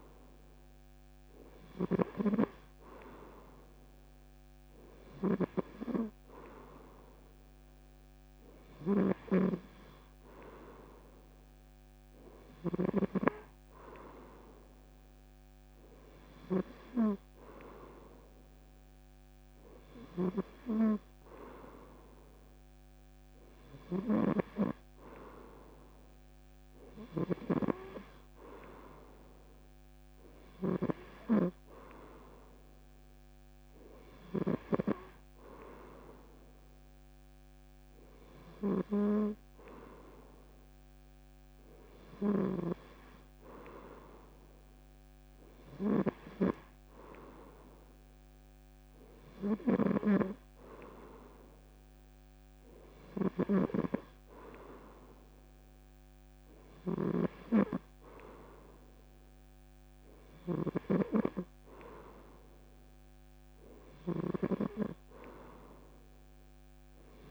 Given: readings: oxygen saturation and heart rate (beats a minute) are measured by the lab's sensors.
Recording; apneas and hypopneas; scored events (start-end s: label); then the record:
breathing in sleep by a microphone on the trachea; none
0.00-13.00 s: snoring (device-marked)
56.50-64.50 s: snoring (device-marked)
From the record:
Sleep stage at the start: N2 (light sleep); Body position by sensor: on the back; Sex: male